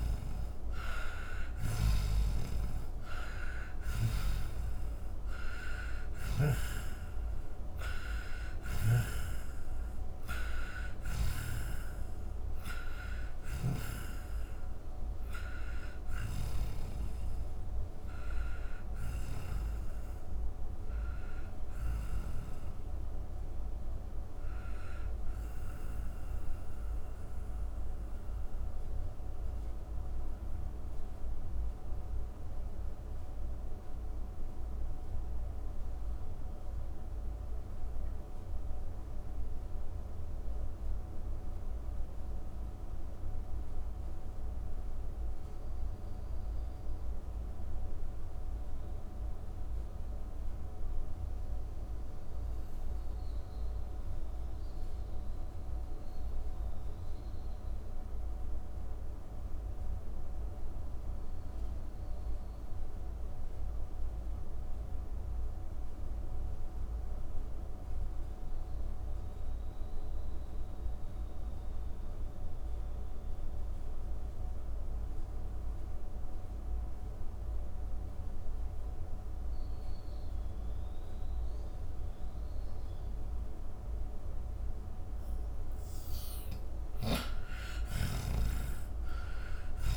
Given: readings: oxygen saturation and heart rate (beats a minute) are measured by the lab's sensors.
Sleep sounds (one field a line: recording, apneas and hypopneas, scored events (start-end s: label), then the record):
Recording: breathing in sleep by a room microphone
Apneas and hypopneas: 1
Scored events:
0.00-1.00 s: arousal
0.00-6.00 s: snoring (device-marked)
0.00-55.00 s: oxygen desaturation (device-marked, oxygen 81% lowest)
10.50-19.00 s: snoring (device-marked)
26.50-85.50 s: mixed apnea (oxygen 95% before, 81% lowest, heart rate 49 before, 26 extreme, up 41 after)
81.00-89.97 s: oxygen desaturation (device-marked, oxygen 98% before, 81% lowest)
86.00-89.97 s: snoring (device-marked)
87.50-89.97 s: arousal
From the record:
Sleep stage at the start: N2 (light sleep)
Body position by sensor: on the back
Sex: male